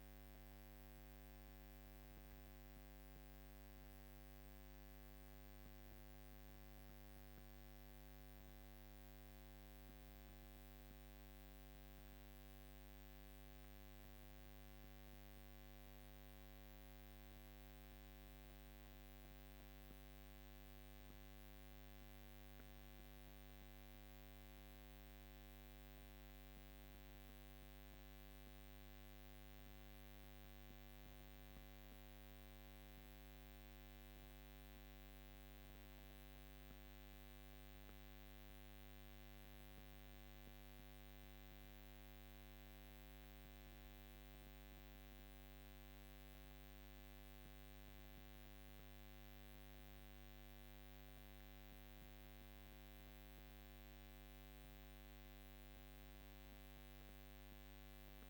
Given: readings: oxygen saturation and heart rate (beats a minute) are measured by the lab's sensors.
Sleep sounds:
breathing in sleep, hard to hear, by a microphone on the trachea; none
28.00-38.00 s: drop in pulse transit time (device-marked, heart rate 49 before, 49 extreme)
From the record:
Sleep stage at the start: N2 (light sleep); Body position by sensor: on the back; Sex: female

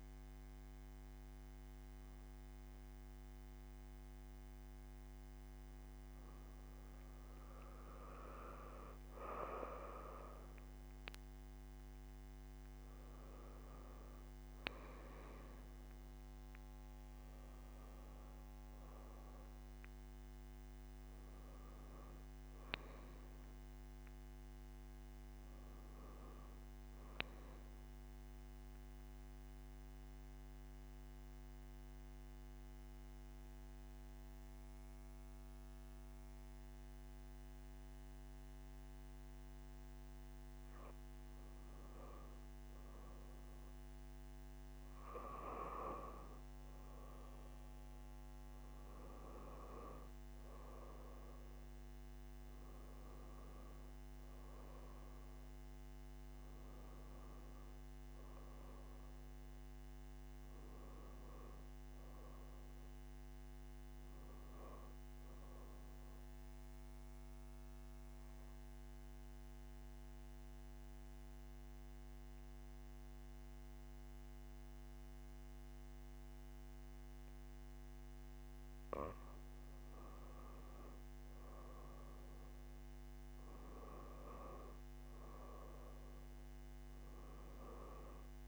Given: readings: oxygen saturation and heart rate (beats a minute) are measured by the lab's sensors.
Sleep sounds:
breathing in sleep by a microphone on the trachea; 2
13.00-88.48 s: new sleep stage, N2 (light sleep)
27.50-40.50 s: central apnea (oxygen 96% before, 91% lowest)
44.50-50.00 s: arousal
50.00-65.00 s: oxygen desaturation (device-marked, oxygen 97% before, 91% lowest)
67.00-79.50 s: central apnea (oxygen 97% before, 87% lowest)
81.50-85.50 s: arousal
From the record:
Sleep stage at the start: N1 (lightest sleep); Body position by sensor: on the back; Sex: female

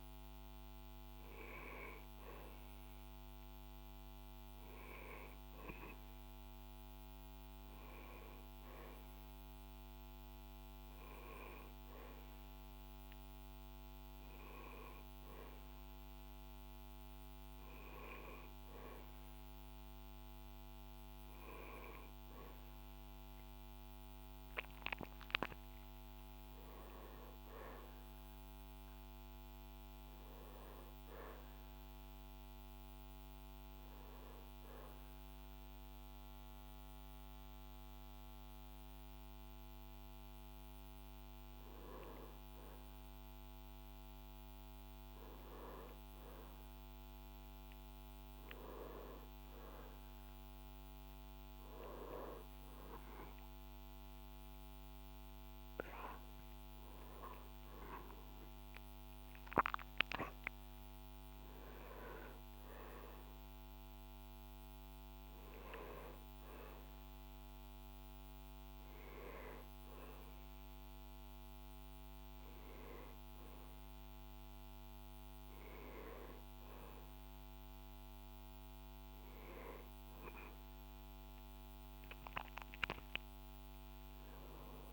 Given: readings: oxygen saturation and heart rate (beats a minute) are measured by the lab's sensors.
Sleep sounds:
a person awake in a sleep study, by a microphone on the trachea; none
none scored
From the record:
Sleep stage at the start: awake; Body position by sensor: on the back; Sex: male

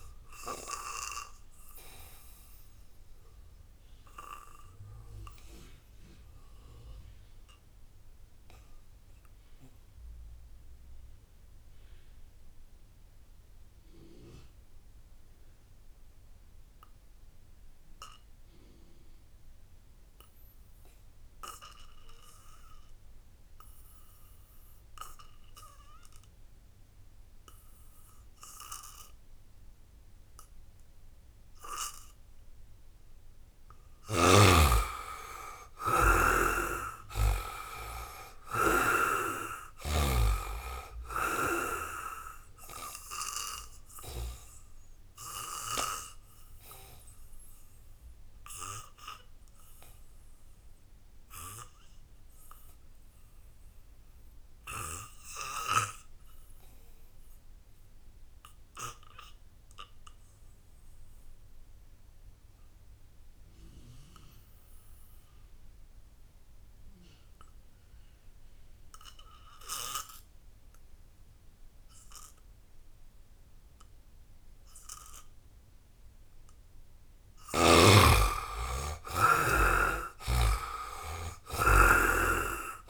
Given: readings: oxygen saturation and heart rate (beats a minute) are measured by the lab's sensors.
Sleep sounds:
breathing in sleep by a room microphone; 2
0.00-10.50 s: oxygen desaturation (device-marked, oxygen 72% lowest, heart rate 57 extreme)
0.50-32.50 s: obstructive apnea (oxygen 97% before, 71% lowest, heart rate 69 before, 58 extreme, up 2 after)
18.50-55.50 s: oxygen desaturation (device-marked, oxygen 99% before, 71% lowest, heart rate 77 before, 58 extreme)
33.00-37.50 s: arousal
36.00-39.50 s: snoring (device-marked)
43.00-75.50 s: obstructive apnea (oxygen 99% before, 71% lowest, heart rate 68 before, 65 extreme)
63.50-82.90 s: oxygen desaturation (device-marked, oxygen 98% before, 72% lowest, heart rate 78 before, 61 extreme)
77.50-80.50 s: arousal
79.50-82.90 s: snoring (device-marked)
From the record:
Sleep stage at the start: N2 (light sleep); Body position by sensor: on the back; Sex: male

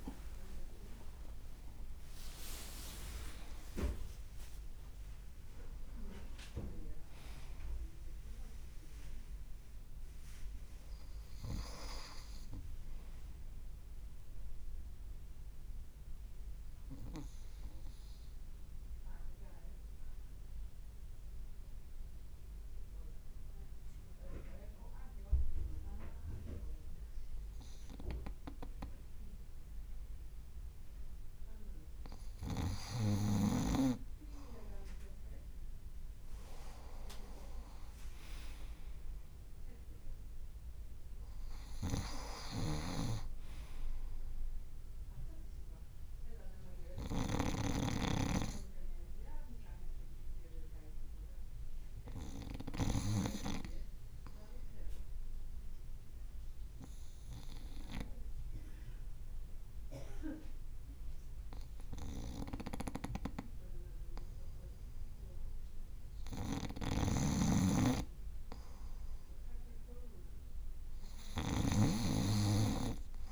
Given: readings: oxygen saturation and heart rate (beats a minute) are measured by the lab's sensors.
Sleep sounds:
breathing in sleep by a room microphone; 2
0.00-2.00 s: arousal
0.00-7.50 s: leg movement (device-marked)
14.00-31.00 s: obstructive apnea (oxygen 98% before, 95% lowest, heart rate 60 before, 54 extreme, up 0 after)
32.50-35.00 s: arousal
34.50-37.00 s: leg movement (device-marked)
41.50-52.50 s: snoring (device-marked)
52.00-65.50 s: obstructive apnea (oxygen 98% before, 93% lowest, heart rate 55 before, 54 extreme, up 0 after)
66.00-73.32 s: snoring (device-marked)
66.50-69.50 s: arousal
From the record:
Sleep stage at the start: N2 (light sleep); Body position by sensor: on the front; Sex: male

